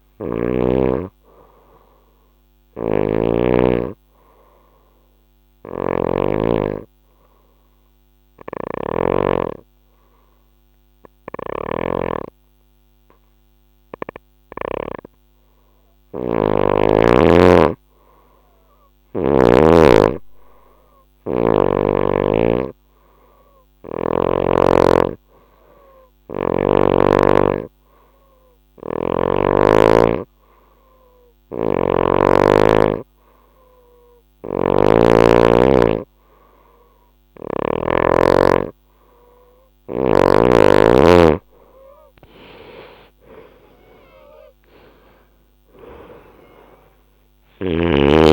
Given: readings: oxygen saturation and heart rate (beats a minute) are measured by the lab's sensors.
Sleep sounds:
breathing in sleep by a microphone on the trachea; 2
0.00-9.00 s: oxygen desaturation (device-marked, oxygen 92% lowest, heart rate 65 extreme)
1.50-16.00 s: obstructive apnea (oxygen 98% before, 92% lowest, heart rate 71 before, 65 extreme, up 4 after)
2.00-14.50 s: snoring (device-marked)
17.50-20.00 s: arousal
20.00-30.00 s: oxygen desaturation (device-marked, oxygen 97% before, 92% lowest, heart rate 69 before, 66 extreme)
22.50-37.50 s: hypopnea (oxygen 97% before, 90% lowest, heart rate 68 before, 66 extreme, up 12 after)
34.00-37.50 s: snoring (device-marked)
42.50-46.50 s: arousal
47.00-48.33 s: snoring (device-marked)
From the record:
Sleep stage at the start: N2 (light sleep); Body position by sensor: on the right side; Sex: female

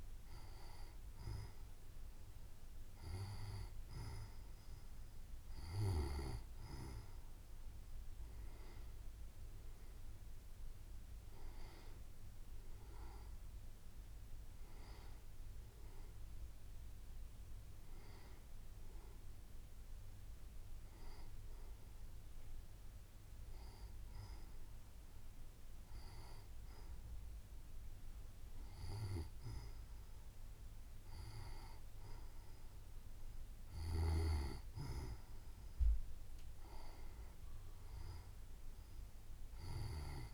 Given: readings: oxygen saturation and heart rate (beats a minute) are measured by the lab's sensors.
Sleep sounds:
breathing in sleep by a room microphone; none
none scored
From the record:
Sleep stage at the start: N2 (light sleep); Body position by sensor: on the right side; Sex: female

